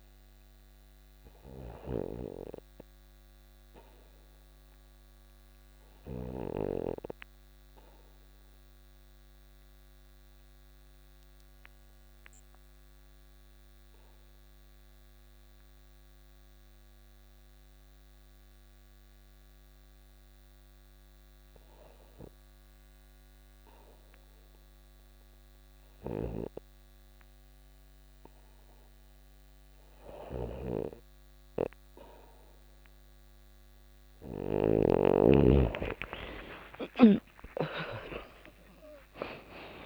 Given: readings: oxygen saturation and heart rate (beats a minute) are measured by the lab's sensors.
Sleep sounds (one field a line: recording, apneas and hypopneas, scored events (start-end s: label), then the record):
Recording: breathing in sleep by a microphone on the trachea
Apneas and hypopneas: 1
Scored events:
0.00-5.50 s: snoring (device-marked)
0.00-10.50 s: oxygen desaturation (device-marked, oxygen 83% lowest, heart rate 87 extreme)
7.50-20.00 s: obstructive apnea (oxygen 93% before, 75% lowest, heart rate 87 before, 88 extreme, up 4 after)
21.50-39.86 s: oxygen desaturation (device-marked, oxygen 89% before, 75% lowest, heart rate 89 before, 88 extreme)
25.00-37.00 s: snoring (device-marked)
34.00-37.50 s: arousal
36.50-39.86 s: new sleep stage, N2 (light sleep)
From the record:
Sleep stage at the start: REM sleep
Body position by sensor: on the back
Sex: female